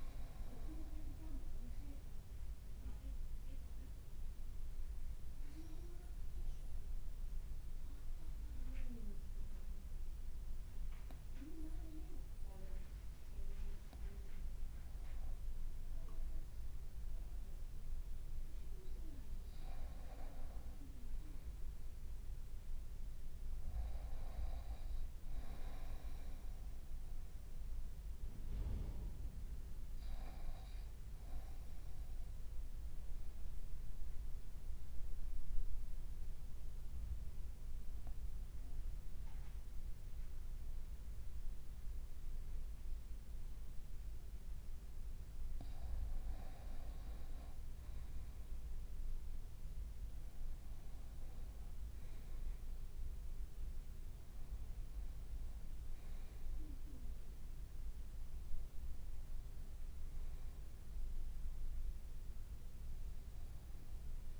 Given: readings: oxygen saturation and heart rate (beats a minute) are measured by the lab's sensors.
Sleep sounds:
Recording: breathing in sleep by a room microphone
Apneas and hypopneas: 2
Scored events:
0.00-1.50 s: leg movement (device-marked)
1.00-12.00 s: obstructive apnea (oxygen 97% before, 92% lowest, heart rate 55 before, 53 extreme, up 0 after)
12.50-18.50 s: oxygen desaturation (device-marked, oxygen 95% before, 92% lowest, heart rate 55 before, 53 extreme)
14.50-18.50 s: arousal
30.50-43.50 s: obstructive apnea (oxygen 96% before, 93% lowest, heart rate 54 before, 53 extreme, up 2 after)
43.50-48.00 s: leg movement (device-marked)
47.00-51.50 s: arousal
From the record:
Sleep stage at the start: N2 (light sleep)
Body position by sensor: on the right side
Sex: male

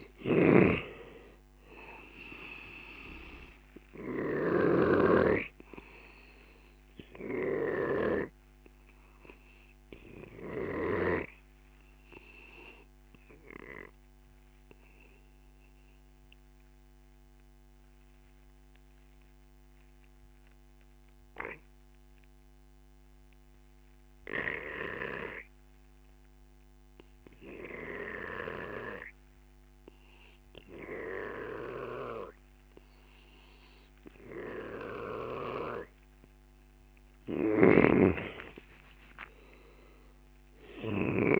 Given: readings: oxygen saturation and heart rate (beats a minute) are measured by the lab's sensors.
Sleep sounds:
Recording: breathing in sleep by a microphone on the trachea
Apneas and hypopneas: 1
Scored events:
0.00-1.00 s: arousal
0.00-11.00 s: snoring (device-marked)
0.00-26.50 s: oxygen desaturation (device-marked, oxygen 88% lowest)
9.00-35.00 s: obstructive apnea (oxygen 97% before, 88% lowest)
31.50-35.50 s: snoring (device-marked)
39.00-41.40 s: arousal
From the record:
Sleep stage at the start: N2 (light sleep)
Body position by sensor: on the back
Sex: male

